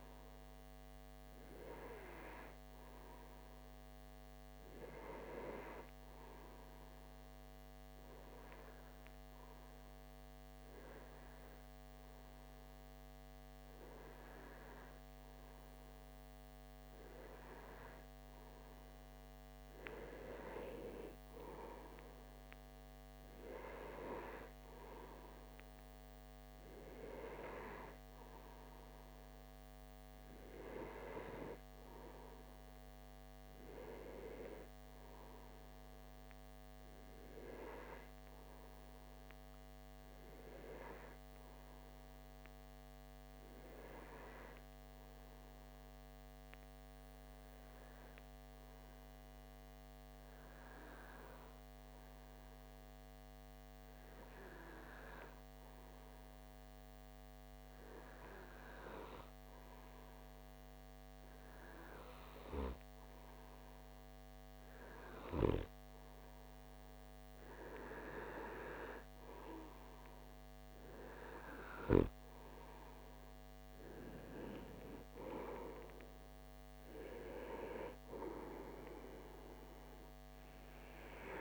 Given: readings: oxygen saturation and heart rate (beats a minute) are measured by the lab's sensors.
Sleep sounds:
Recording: breathing in sleep by a microphone on the trachea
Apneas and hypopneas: 2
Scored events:
3.50-17.50 s: hypopnea (oxygen 94% before, 92% lowest)
18.50-23.00 s: arousal
44.50-65.00 s: hypopnea (oxygen 95% before, 92% lowest)
67.50-71.50 s: arousal
From the record:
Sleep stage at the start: N2 (light sleep)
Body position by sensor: on the right side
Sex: male

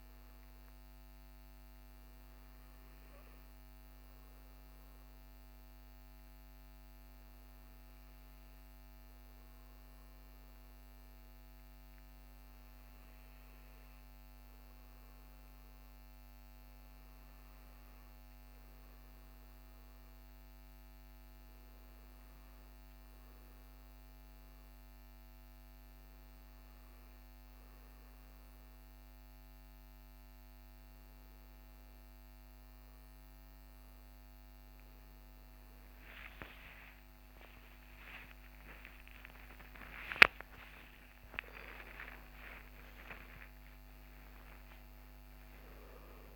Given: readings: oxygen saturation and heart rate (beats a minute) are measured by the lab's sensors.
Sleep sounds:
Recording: breathing in sleep by a microphone on the trachea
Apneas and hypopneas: none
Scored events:
36.50-45.00 s: arousal
From the record:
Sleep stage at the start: N2 (light sleep)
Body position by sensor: on the back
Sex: male

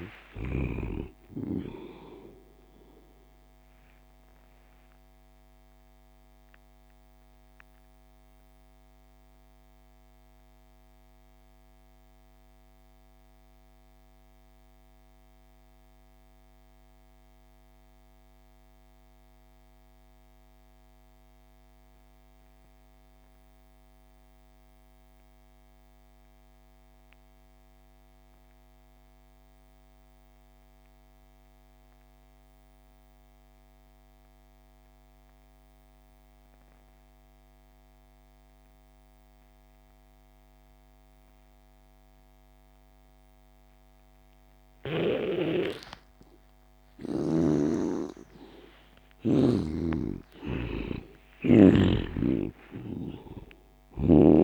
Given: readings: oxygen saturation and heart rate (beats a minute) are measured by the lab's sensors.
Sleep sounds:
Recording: breathing in sleep by a microphone on the trachea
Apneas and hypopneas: 1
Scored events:
0.00-23.50 s: oxygen desaturation (device-marked, oxygen 78% lowest)
5.50-45.50 s: mixed apnea (oxygen 98% before, 75% lowest)
37.50-54.44 s: oxygen desaturation (device-marked, oxygen 97% before, 75% lowest)
46.50-51.50 s: arousal
52.00-54.44 s: snoring (device-marked)
From the record:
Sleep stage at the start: N2 (light sleep)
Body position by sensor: on the back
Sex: male

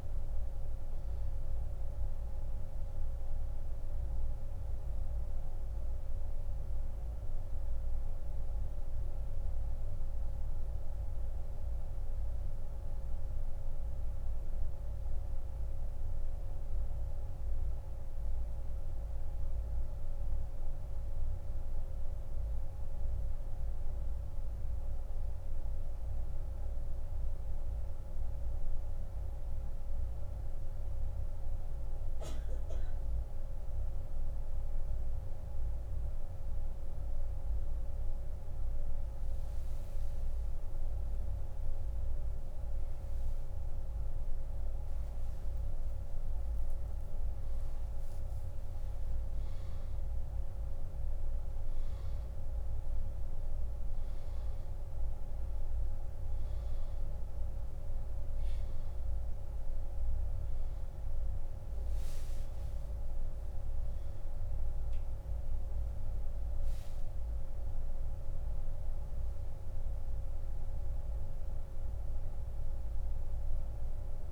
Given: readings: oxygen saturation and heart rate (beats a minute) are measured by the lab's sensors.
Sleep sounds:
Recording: a person partly awake in a sleep study, hard to hear, by a room microphone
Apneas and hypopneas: 1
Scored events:
0.00-33.00 s: oxygen desaturation (device-marked, oxygen 87% lowest)
8.00-38.00 s: central apnea (oxygen 97% before, 87% lowest)
44.00-74.00 s: new sleep stage, awake
72.00-74.32 s: oxygen desaturation (device-marked, oxygen 96% before, 89% lowest)
74.00-74.32 s: new sleep stage, N1 (lightest sleep)
From the record:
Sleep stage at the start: N2 (light sleep)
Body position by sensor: on the back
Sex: male

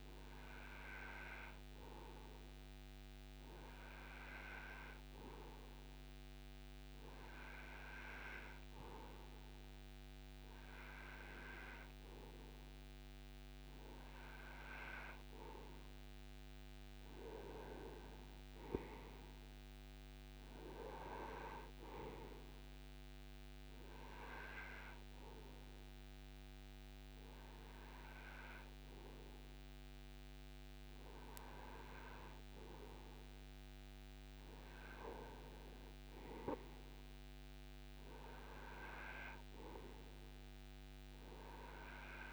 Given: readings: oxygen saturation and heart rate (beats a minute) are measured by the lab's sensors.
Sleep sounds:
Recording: breathing in sleep by a microphone on the trachea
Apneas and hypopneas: none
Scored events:
none scored
From the record:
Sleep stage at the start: N2 (light sleep)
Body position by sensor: on the right side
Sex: male

